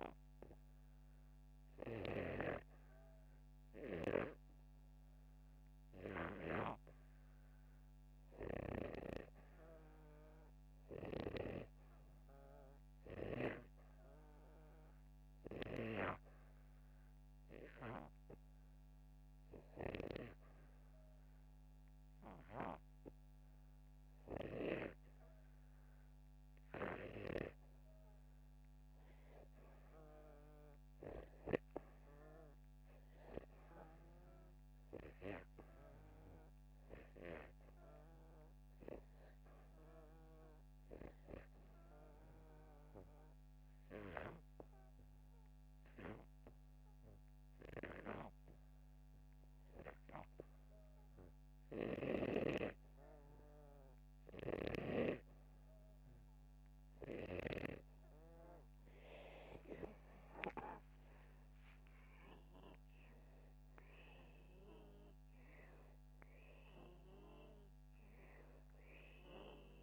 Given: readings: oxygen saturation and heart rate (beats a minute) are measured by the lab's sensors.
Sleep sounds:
breathing in sleep by a microphone on the trachea; 2
13.00-27.50 s: hypopnea (oxygen 96% before, 91% lowest)
30.50-33.50 s: arousal
41.50-55.00 s: hypopnea (oxygen 94% before, 91% lowest)
59.50-62.50 s: arousal
From the record:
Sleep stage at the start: REM sleep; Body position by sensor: upright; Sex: male

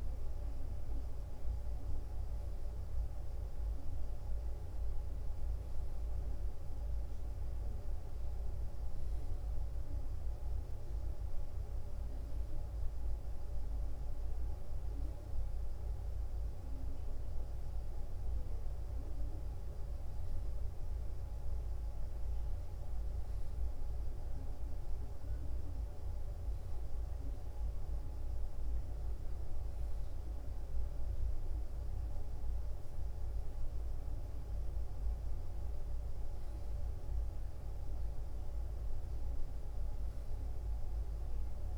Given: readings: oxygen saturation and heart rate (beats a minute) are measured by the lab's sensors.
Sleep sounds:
a person awake in a sleep study, hard to hear, by a room microphone; none
none scored
From the record:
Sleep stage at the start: awake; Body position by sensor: on the back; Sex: male

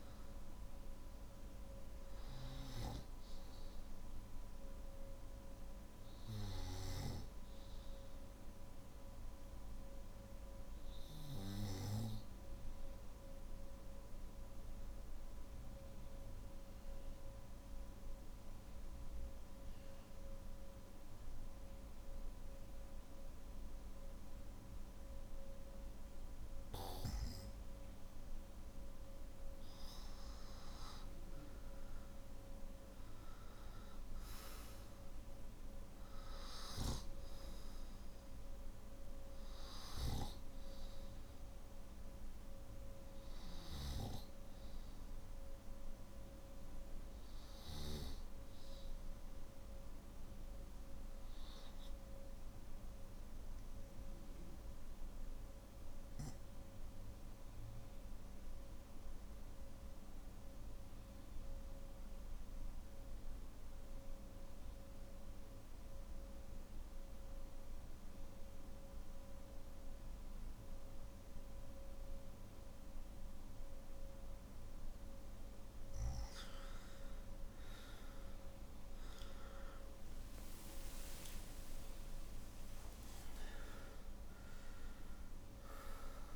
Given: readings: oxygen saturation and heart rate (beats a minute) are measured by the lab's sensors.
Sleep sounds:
breathing in sleep by a room microphone; 2
13.00-27.00 s: obstructive apnea (oxygen 96% before, 93% lowest, heart rate 50 before, 49 extreme, up 9 after)
33.00-56.00 s: oxygen desaturation (device-marked, oxygen 98% before, 93% lowest, heart rate 52 before, 47 extreme)
52.00-74.00 s: obstructive apnea (oxygen 98% before, 94% lowest, heart rate 52 before, 47 extreme, up 17 after)
From the record:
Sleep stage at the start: N1 (lightest sleep); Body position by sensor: on the back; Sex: male

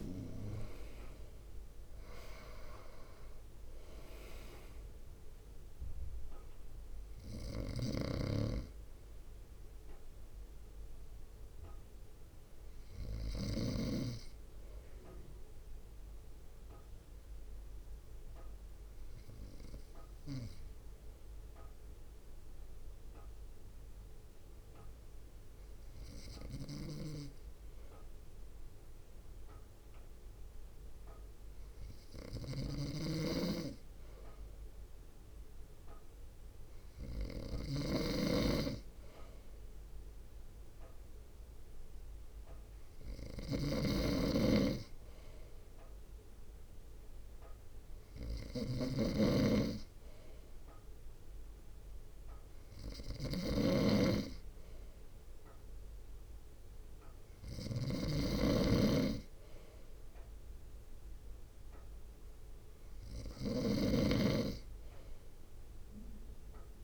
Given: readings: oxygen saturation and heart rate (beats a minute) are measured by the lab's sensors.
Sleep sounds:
breathing in sleep by a room microphone; 1
0.00-4.00 s: arousal
0.00-15.00 s: drop in pulse transit time (device-marked, heart rate 52 extreme)
7.50-14.00 s: snoring (device-marked)
13.50-33.00 s: hypopnea (oxygen 96% before, 95% lowest, heart rate 58 before, 55 extreme, up 3 after)
32.50-66.84 s: snoring (device-marked)
34.50-37.50 s: arousal
51.00-63.00 s: drop in pulse transit time (device-marked, heart rate 56 before, 55 extreme)
From the record:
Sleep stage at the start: N2 (light sleep); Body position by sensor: on the front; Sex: male

